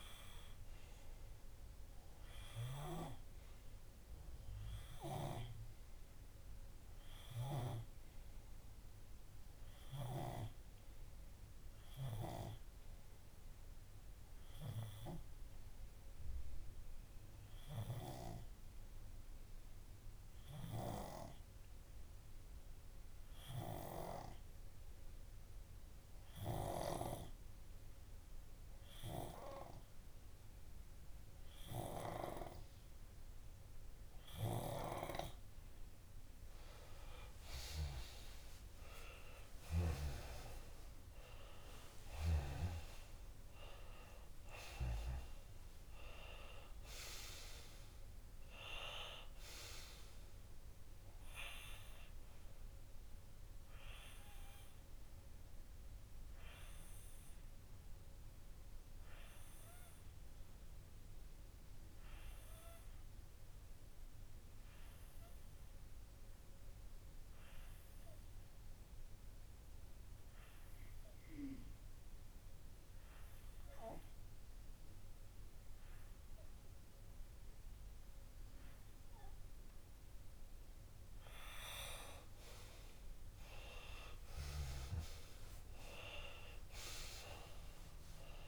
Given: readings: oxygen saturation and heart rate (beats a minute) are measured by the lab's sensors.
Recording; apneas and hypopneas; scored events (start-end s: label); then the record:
breathing in sleep by a room microphone; 2
13.00-34.00 s: obstructive apnea (oxygen 98% before, 95% lowest)
37.00-41.50 s: arousal
54.50-81.00 s: obstructive apnea (oxygen 98% before, 95% lowest)
84.00-88.48 s: oxygen desaturation (device-marked, oxygen 99% before, 96% lowest)
From the record:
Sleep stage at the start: N2 (light sleep); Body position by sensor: on the left side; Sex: male